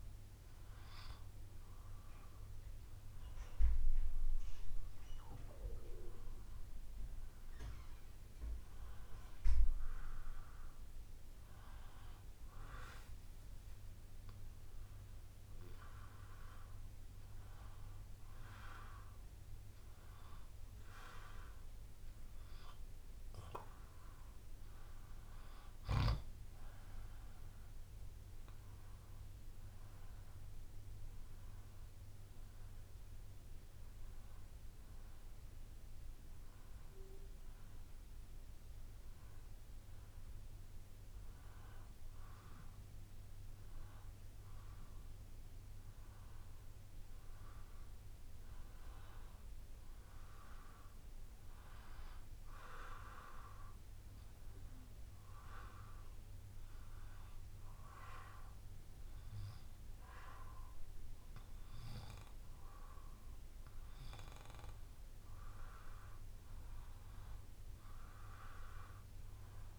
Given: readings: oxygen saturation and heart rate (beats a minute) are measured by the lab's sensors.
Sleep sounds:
breathing in sleep by a room microphone; 2
4.50-8.50 s: arousal
14.50-25.00 s: hypopnea (oxygen 95% before, 90% lowest, heart rate 66 before, 64 extreme, up 3 after)
27.50-32.00 s: arousal
28.00-40.00 s: drop in pulse transit time (device-marked, heart rate 66 before, 66 extreme)
54.00-65.00 s: obstructive apnea (oxygen 96% before, 90% lowest, heart rate 65 before, 65 extreme, up 5 after)
From the record:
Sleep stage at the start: N2 (light sleep); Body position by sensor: on the back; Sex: male

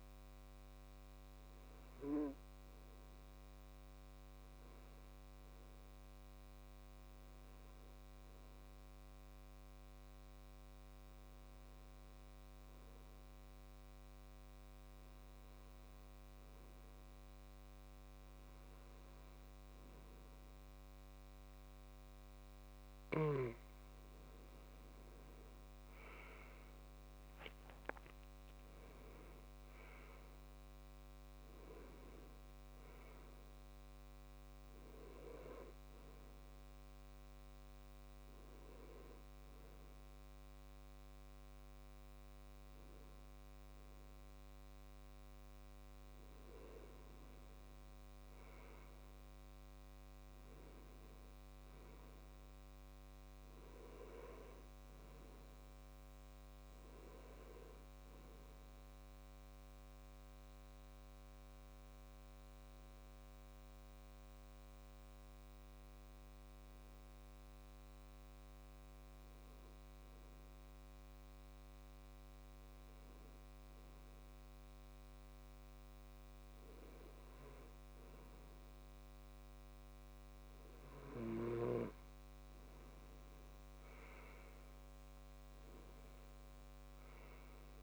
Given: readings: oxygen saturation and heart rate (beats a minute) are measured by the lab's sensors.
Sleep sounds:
breathing in sleep, hard to hear, by a microphone on the trachea; 3
0.00-2.00 s: oxygen desaturation (device-marked, oxygen 95% lowest, heart rate 67 extreme)
4.00-20.00 s: hypopnea (oxygen 98% before, 96% lowest, heart rate 75 before, 64 extreme, up 7 after)
24.50-28.50 s: arousal
36.50-47.00 s: hypopnea (oxygen 98% before, 95% lowest, heart rate 73 before, 62 extreme, up 9 after)
51.50-55.00 s: arousal
60.50-78.50 s: hypopnea (oxygen 98% before, 95% lowest, heart rate 68 before, 61 extreme, up 8 after)
81.00-87.83 s: oxygen desaturation (device-marked, oxygen 98% before, 95% lowest, heart rate 66 before, 61 extreme)
83.50-87.50 s: arousal
From the record:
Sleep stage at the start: N2 (light sleep); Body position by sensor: on the left side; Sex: male

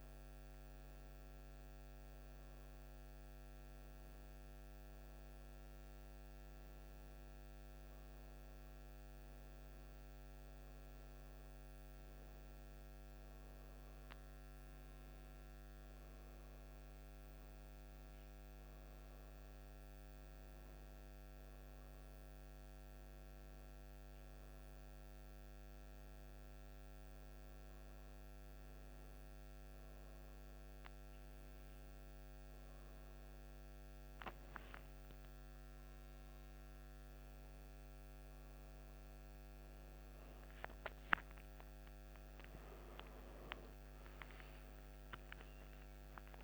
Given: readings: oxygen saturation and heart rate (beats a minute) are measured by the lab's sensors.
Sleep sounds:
breathing in sleep, hard to hear, by a microphone on the trachea; none
none scored
From the record:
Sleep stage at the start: N1 (lightest sleep); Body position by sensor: on the right side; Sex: female

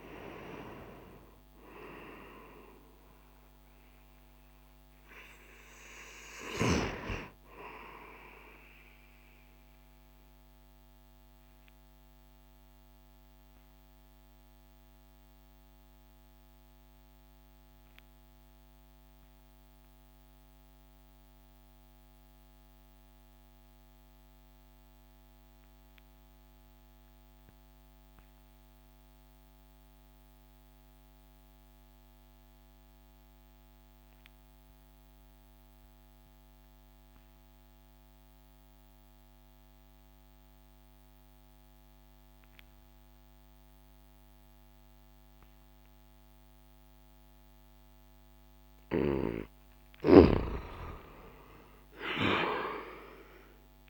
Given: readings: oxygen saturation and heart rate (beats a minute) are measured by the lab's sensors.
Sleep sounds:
breathing in sleep by a microphone on the trachea; 1
8.00-48.50 s: obstructive apnea (oxygen 98% before, 91% lowest)
39.50-53.90 s: oxygen desaturation (device-marked, oxygen 98% before, 94% lowest)
50.00-53.90 s: arousal
From the record:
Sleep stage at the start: N2 (light sleep); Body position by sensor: on the back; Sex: male

